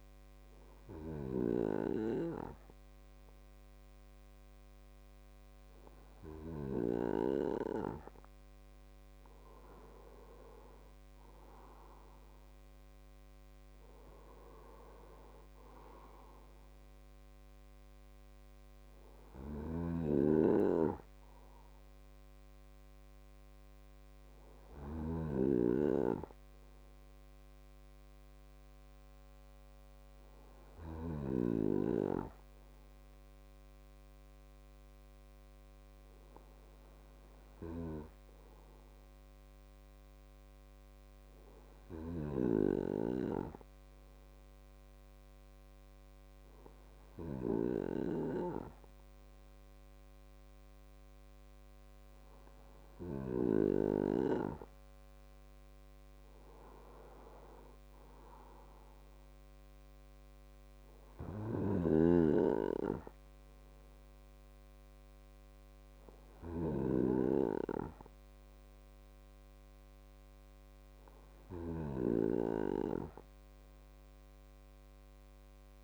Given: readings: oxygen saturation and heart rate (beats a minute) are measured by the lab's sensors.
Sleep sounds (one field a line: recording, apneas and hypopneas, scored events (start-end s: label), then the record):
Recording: breathing in sleep by a microphone on the trachea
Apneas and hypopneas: none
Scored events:
none scored
From the record:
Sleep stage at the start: N2 (light sleep)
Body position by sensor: on the right side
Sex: male